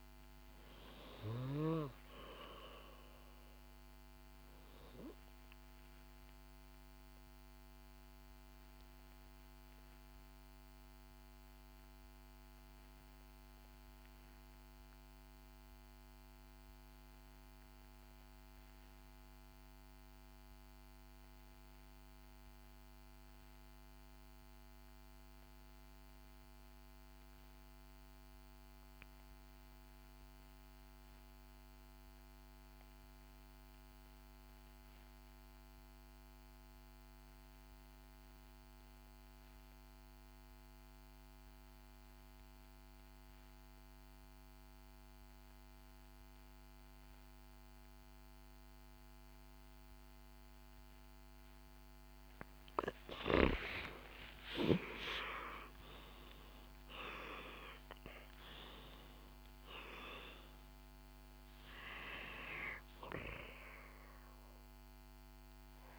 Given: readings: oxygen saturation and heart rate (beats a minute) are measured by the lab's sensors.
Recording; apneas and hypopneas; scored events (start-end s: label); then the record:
breathing in sleep by a microphone on the trachea; 1
0.00-22.50 s: oxygen desaturation (device-marked, oxygen 89% lowest, heart rate 59 extreme)
6.50-52.00 s: obstructive apnea (oxygen 97% before, 80% lowest, heart rate 69 before, 61 extreme, up 10 after)
36.50-65.99 s: oxygen desaturation (device-marked, oxygen 97% before, 80% lowest, heart rate 63 before, 62 extreme)
54.00-59.00 s: arousal
From the record:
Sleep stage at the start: N2 (light sleep); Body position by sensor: on the back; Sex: female